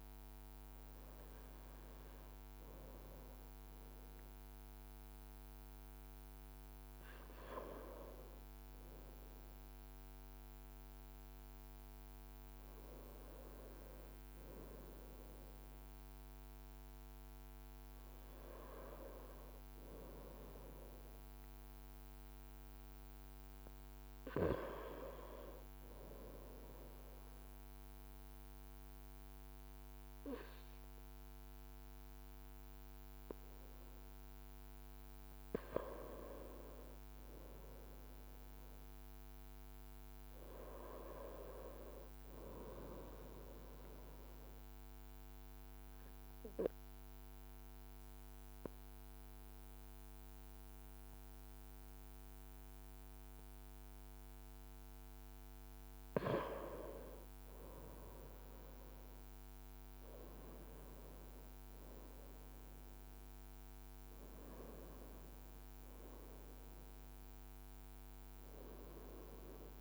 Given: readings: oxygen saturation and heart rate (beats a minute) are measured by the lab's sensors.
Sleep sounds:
breathing in sleep by a microphone on the trachea; 1
44.00-55.00 s: obstructive apnea (oxygen 96% before, 94% lowest, heart rate 56 before, 57 extreme, up 2 after)
56.50-61.50 s: arousal
From the record:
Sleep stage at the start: N2 (light sleep); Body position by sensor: on the front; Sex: male

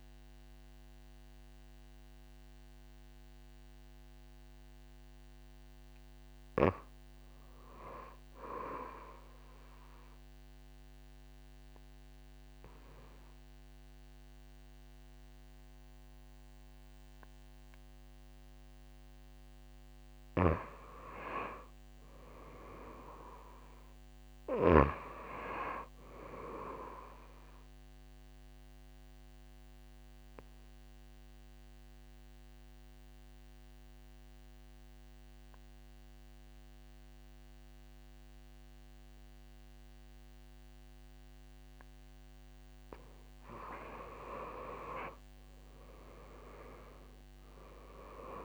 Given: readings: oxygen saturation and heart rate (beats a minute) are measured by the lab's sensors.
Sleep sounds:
breathing in sleep by a microphone on the trachea; 2
0.00-5.50 s: oxygen desaturation (device-marked, oxygen 91% lowest)
10.00-20.00 s: obstructive apnea (oxygen 97% before, 90% lowest)
16.50-26.50 s: oxygen desaturation (device-marked, oxygen 97% before, 93% lowest)
21.50-25.50 s: arousal
28.50-42.00 s: obstructive apnea (oxygen 97% before, 87% lowest)
44.50-48.00 s: arousal
From the record:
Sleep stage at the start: N2 (light sleep); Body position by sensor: on the back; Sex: female

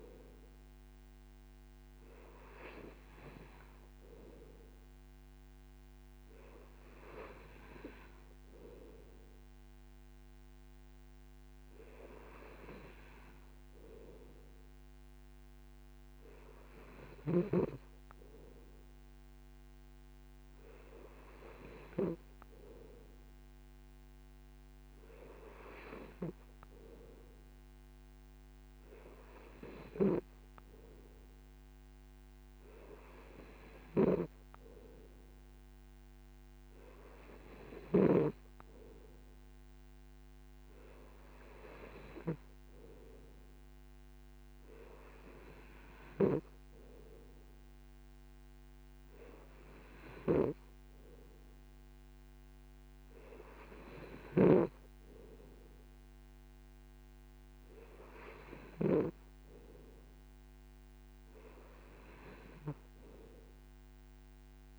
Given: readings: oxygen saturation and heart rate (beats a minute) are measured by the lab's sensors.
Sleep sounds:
breathing in sleep by a microphone on the trachea; none
none scored
From the record:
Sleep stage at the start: N2 (light sleep); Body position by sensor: on the right side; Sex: male

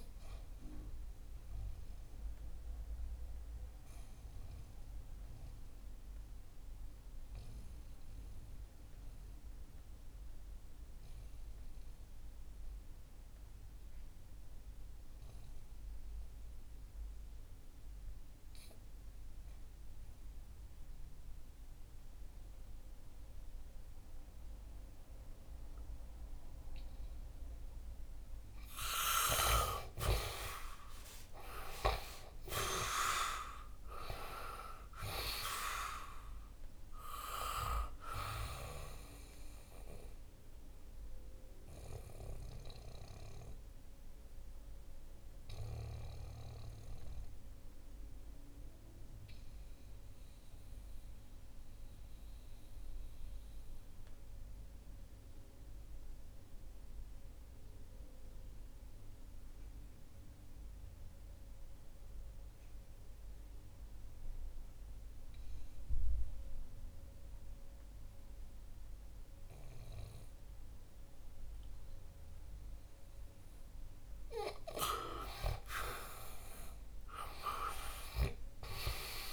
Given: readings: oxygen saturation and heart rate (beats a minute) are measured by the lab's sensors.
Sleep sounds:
breathing in sleep by a room microphone; 2
1.00-27.50 s: obstructive apnea (oxygen 99% before, 87% lowest, heart rate 71 before, 62 extreme, up 11 after)
13.00-22.00 s: oxygen desaturation (device-marked, oxygen 92% before, 87% lowest, heart rate 69 before, 62 extreme)
29.50-33.00 s: arousal
37.00-45.00 s: oxygen desaturation (device-marked, oxygen 97% before, 93% lowest, heart rate 66 before, 62 extreme)
39.50-73.50 s: mixed apnea (oxygen 98% before, 87% lowest, heart rate 67 before, 61 extreme, up 11 after)
52.00-62.00 s: oxygen desaturation (device-marked, oxygen 94% before, 87% lowest, heart rate 69 before, 62 extreme)
75.00-79.33 s: oxygen desaturation (device-marked, oxygen 98% before, 92% lowest, heart rate 65 before, 61 extreme)
77.00-79.33 s: arousal
From the record:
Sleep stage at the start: N2 (light sleep); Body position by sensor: on the back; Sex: male

